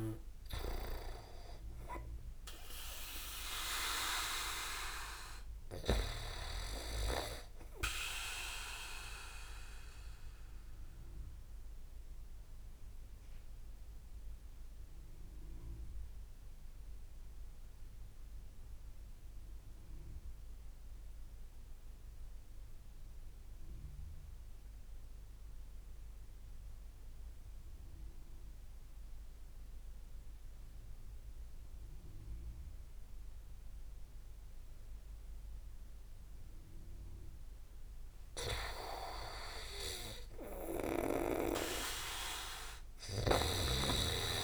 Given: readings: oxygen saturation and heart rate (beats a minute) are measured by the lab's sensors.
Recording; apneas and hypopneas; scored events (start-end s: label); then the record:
breathing in sleep by a room microphone; 1
0.00-9.50 s: oxygen desaturation (device-marked, oxygen 90% lowest)
10.50-36.50 s: obstructive apnea (oxygen 98% before, 87% lowest)
14.50-44.44 s: new sleep stage, REM sleep
15.50-28.50 s: oxygen desaturation (device-marked, oxygen 91% before, 87% lowest)
39.50-43.50 s: arousal
From the record:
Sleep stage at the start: N2 (light sleep); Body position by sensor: on the back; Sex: male